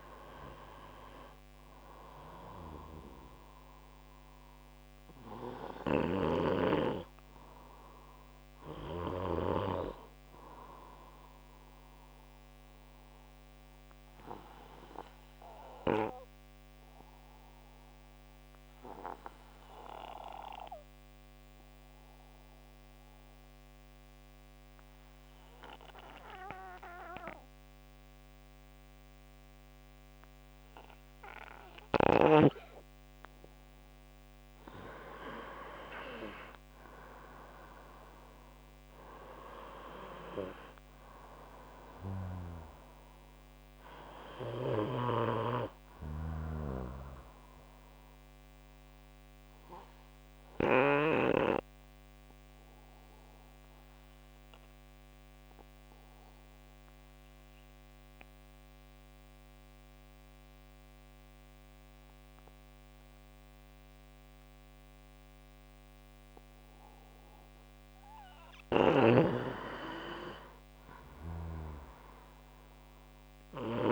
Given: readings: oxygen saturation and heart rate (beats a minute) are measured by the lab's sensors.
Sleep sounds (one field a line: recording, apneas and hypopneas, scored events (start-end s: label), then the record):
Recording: breathing in sleep by a microphone on the trachea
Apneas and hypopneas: 2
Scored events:
0.00-22.50 s: oxygen desaturation (device-marked, oxygen 91% lowest, heart rate 63 extreme)
12.00-34.00 s: obstructive apnea (oxygen 96% before, 90% lowest, heart rate 69 before, 63 extreme, up 5 after)
35.00-38.50 s: arousal
48.00-68.00 s: obstructive apnea (oxygen 97% before, 90% lowest, heart rate 69 before, 62 extreme, up 6 after)
48.50-70.50 s: oxygen desaturation (device-marked, oxygen 95% before, 90% lowest, heart rate 69 before, 62 extreme)
69.00-73.92 s: snoring (device-marked)
71.50-73.92 s: arousal
From the record:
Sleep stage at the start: N2 (light sleep)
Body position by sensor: on the right side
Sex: male